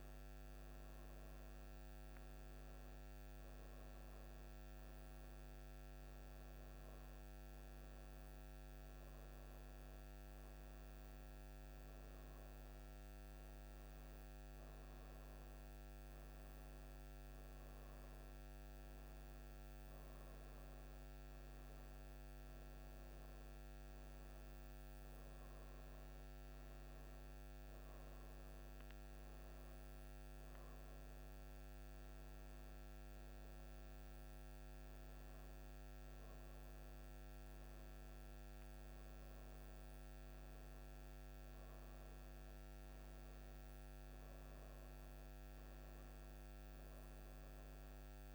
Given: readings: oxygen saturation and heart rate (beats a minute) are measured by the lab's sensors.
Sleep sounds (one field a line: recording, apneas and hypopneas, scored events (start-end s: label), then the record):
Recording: breathing in sleep, hard to hear, by a microphone on the trachea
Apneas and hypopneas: none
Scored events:
none scored
From the record:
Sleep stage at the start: N2 (light sleep)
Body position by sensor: on the right side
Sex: female